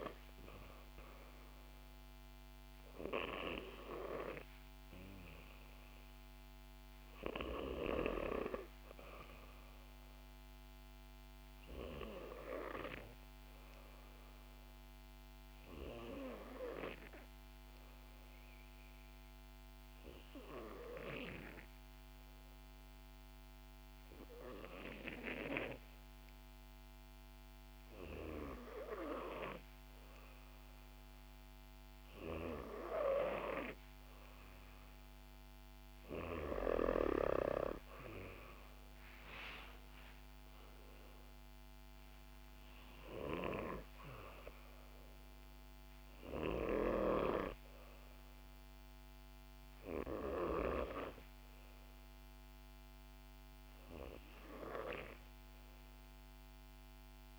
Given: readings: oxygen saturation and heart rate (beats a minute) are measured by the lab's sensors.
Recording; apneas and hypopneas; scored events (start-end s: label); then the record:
breathing in sleep by a microphone on the trachea; 1
14.00-27.00 s: obstructive apnea (oxygen 93% before, 89% lowest, heart rate 66 before, 64 extreme, up 2 after)
34.00-38.50 s: arousal
37.00-57.39 s: oxygen desaturation (device-marked, oxygen 93% before, 89% lowest, heart rate 65 before, 62 extreme)
From the record:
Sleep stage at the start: N2 (light sleep); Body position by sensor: on the back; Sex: female